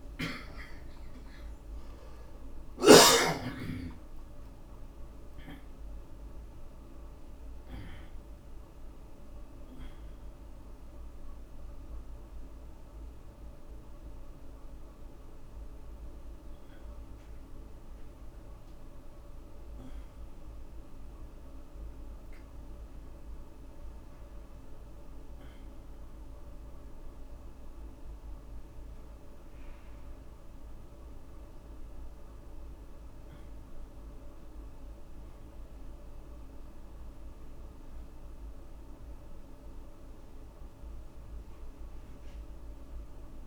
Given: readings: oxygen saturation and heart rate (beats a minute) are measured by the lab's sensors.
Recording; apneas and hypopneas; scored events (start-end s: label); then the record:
a person awake in a sleep study, hard to hear, by a room microphone; none
12.50-15.50 s: oxygen desaturation (device-marked, oxygen 93% before, 90% lowest, heart rate 89 before, 65 extreme)
From the record:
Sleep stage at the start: awake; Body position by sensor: upright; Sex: male